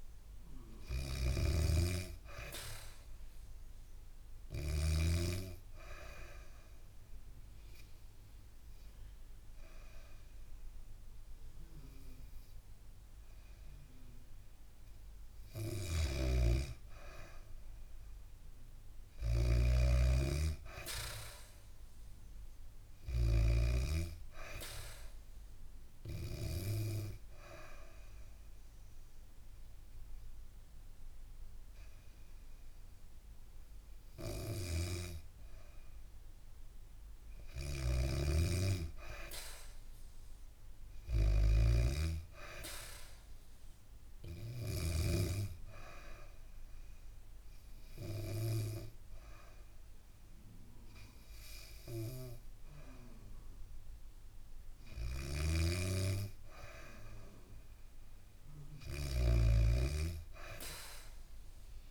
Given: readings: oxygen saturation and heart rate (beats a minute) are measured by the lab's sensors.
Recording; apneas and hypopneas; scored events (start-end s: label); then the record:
breathing in sleep by a room microphone; 3
0.00-1.00 s: arousal
0.00-4.50 s: snoring (device-marked)
2.50-13.50 s: oxygen desaturation (device-marked, oxygen 97% before, 93% lowest, heart rate 70 before, 65 extreme)
5.50-15.50 s: obstructive apnea (oxygen 97% before, 92% lowest, heart rate 70 before, 65 extreme, up 3 after)
15.50-23.50 s: snoring (device-marked)
17.00-19.50 s: arousal
22.50-36.50 s: oxygen desaturation (device-marked, oxygen 96% before, 92% lowest, heart rate 69 before, 67 extreme)
25.50-35.50 s: obstructive apnea (oxygen 97% before, 92% lowest, heart rate 69 before, 67 extreme, up 2 after)
37.50-44.50 s: snoring (device-marked)
38.00-41.00 s: arousal
45.00-55.50 s: obstructive apnea (oxygen 96% before, 93% lowest, heart rate 70 before, 67 extreme, up 3 after)
45.50-55.50 s: oxygen desaturation (device-marked, oxygen 96% before, 93% lowest, heart rate 70 before, 67 extreme)
55.00-61.91 s: snoring (device-marked)
58.50-61.50 s: arousal
From the record:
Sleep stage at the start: N2 (light sleep); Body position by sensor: on the back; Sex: female